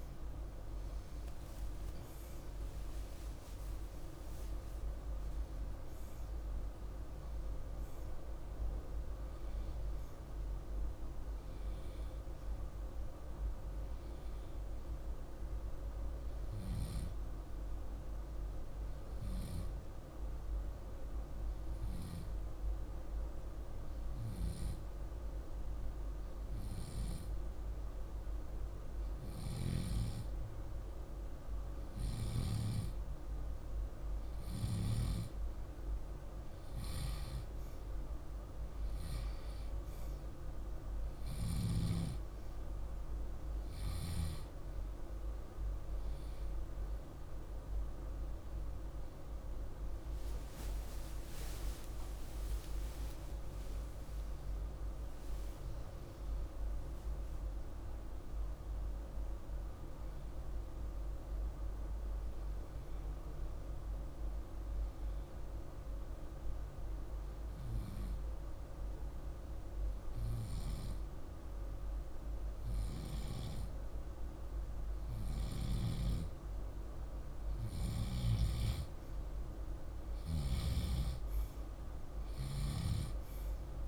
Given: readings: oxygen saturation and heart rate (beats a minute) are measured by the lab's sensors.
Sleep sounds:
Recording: a person partly awake in a sleep study, hard to hear, by a room microphone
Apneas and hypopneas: 2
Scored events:
2.50-12.50 s: oxygen desaturation (device-marked, oxygen 97% before, 92% lowest, heart rate 48 before, 46 extreme)
18.00-31.50 s: hypopnea (oxygen 97% before, 95% lowest, heart rate 49 before, 46 extreme, up 3 after)
33.50-63.50 s: new sleep stage, awake
63.50-83.88 s: new sleep stage, N1 (lightest sleep)
64.50-78.00 s: hypopnea (oxygen 97% before, 93% lowest, heart rate 62 before, 47 extreme, up 2 after)
80.00-83.88 s: arousal
From the record:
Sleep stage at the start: N1 (lightest sleep)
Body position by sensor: on the left side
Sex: male

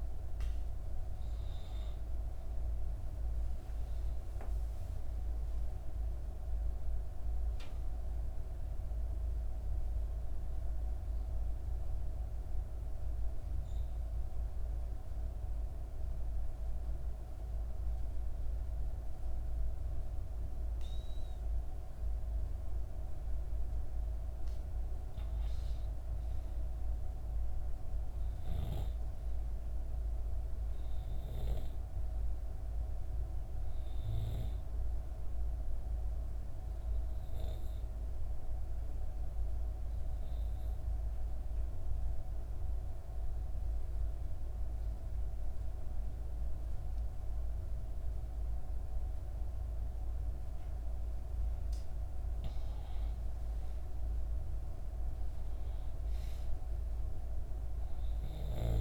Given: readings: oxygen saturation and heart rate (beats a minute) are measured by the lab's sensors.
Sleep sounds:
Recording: breathing in sleep, hard to hear, by a room microphone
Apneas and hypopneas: 2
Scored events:
0.00-17.00 s: oxygen desaturation (device-marked, oxygen 92% lowest, heart rate 58 extreme)
12.00-24.50 s: obstructive apnea (oxygen 97% before, 89% lowest, heart rate 63 before, 58 extreme, up 5 after)
25.50-29.50 s: arousal
32.00-45.00 s: oxygen desaturation (device-marked, oxygen 97% before, 92% lowest, heart rate 61 before, 59 extreme)
34.50-51.50 s: obstructive apnea (oxygen 97% before, 89% lowest, heart rate 60 before, 58 extreme, up 4 after)
53.50-56.50 s: arousal
56.00-58.81 s: oxygen desaturation (device-marked, oxygen 95% before, 89% lowest, heart rate 60 before, 58 extreme)
From the record:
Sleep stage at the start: N2 (light sleep)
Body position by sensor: on the back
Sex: female

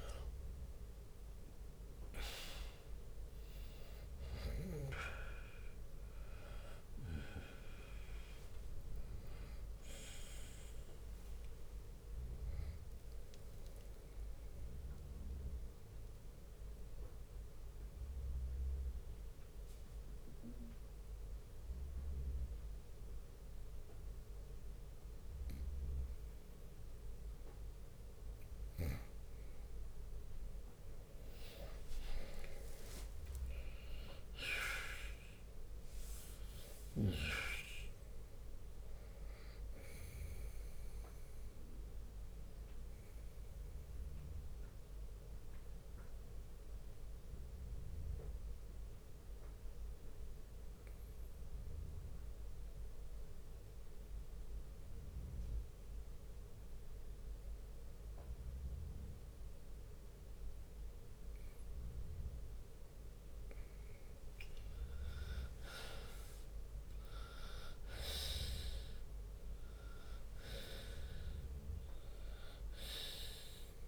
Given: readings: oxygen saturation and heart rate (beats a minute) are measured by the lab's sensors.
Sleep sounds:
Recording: breathing in sleep by a room microphone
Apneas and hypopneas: 2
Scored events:
0.00-22.50 s: oxygen desaturation (device-marked, oxygen 90% lowest)
0.00-24.50 s: bradycardia (device-marked)
10.50-12.50 s: long interval between heartbeats (device-marked, heart rate 66 before, 26 extreme)
13.50-15.50 s: long interval between heartbeats (device-marked, heart rate 53 before, 34 extreme)
14.00-27.50 s: obstructive apnea (oxygen 99% before, 90% lowest)
18.50-28.50 s: drop in pulse transit time (device-marked)
30.00-34.50 s: arousal
42.50-57.50 s: oxygen desaturation (device-marked, oxygen 97% before, 93% lowest, heart rate 53 before, 58 extreme)
43.50-62.00 s: obstructive apnea (oxygen 99% before, 91% lowest, heart rate 56 before, 58 extreme, up 9 after)
47.50-58.50 s: bradycardia (device-marked, heart rate 63 before, 58 extreme)
55.50-64.50 s: drop in pulse transit time (device-marked, heart rate 63 before, 58 extreme)
64.50-69.00 s: arousal
67.50-73.88 s: oxygen desaturation (device-marked, oxygen 97% before, 91% lowest, heart rate 60 before, 58 extreme)
72.50-73.88 s: drop in pulse transit time (device-marked, heart rate 61 before, 69 extreme)
From the record:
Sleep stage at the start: N2 (light sleep)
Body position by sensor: on the right side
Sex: male

